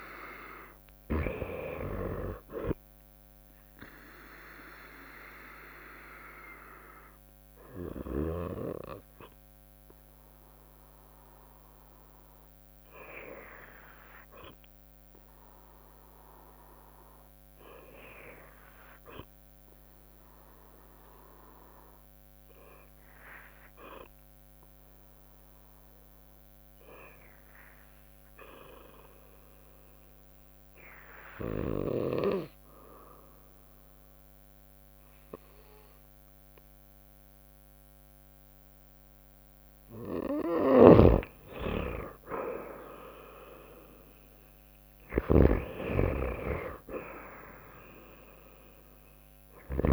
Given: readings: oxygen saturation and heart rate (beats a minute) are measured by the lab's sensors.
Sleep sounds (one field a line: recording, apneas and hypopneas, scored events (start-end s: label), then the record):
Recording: breathing in sleep by a microphone on the trachea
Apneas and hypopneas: 1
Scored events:
0.00-2.00 s: drop in pulse transit time (device-marked, heart rate 65 extreme)
0.00-13.00 s: oxygen desaturation (device-marked, oxygen 86% lowest, heart rate 56 extreme)
4.50-38.50 s: obstructive apnea (oxygen 93% before, 86% lowest, heart rate 70 before, 56 extreme, up 7 after)
16.00-38.00 s: bradycardia (device-marked, heart rate 64 before, 56 extreme)
40.00-49.93 s: snoring (device-marked)
40.50-45.50 s: arousal
43.00-49.93 s: drop in pulse transit time (device-marked, heart rate 58 before, 61 extreme)
45.00-49.93 s: oxygen desaturation (device-marked, oxygen 97% before, 93% lowest, heart rate 58 before, 58 extreme)
From the record:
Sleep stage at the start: REM sleep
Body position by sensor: on the right side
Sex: female